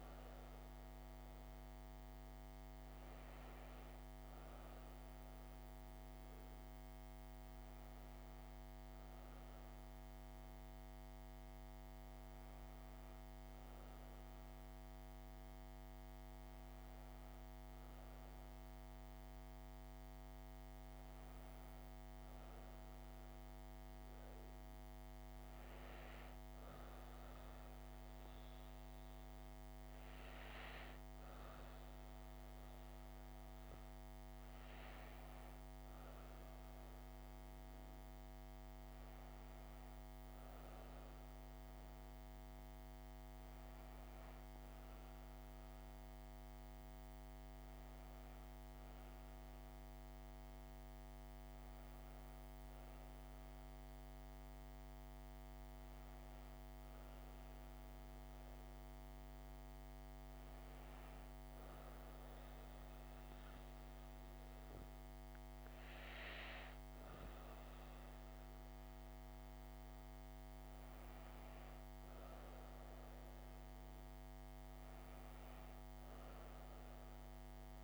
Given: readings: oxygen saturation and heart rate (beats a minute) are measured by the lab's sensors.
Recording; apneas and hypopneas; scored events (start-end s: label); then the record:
breathing in sleep, hard to hear, by a microphone on the trachea; none
none scored
From the record:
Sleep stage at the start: N2 (light sleep); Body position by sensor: on the back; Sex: female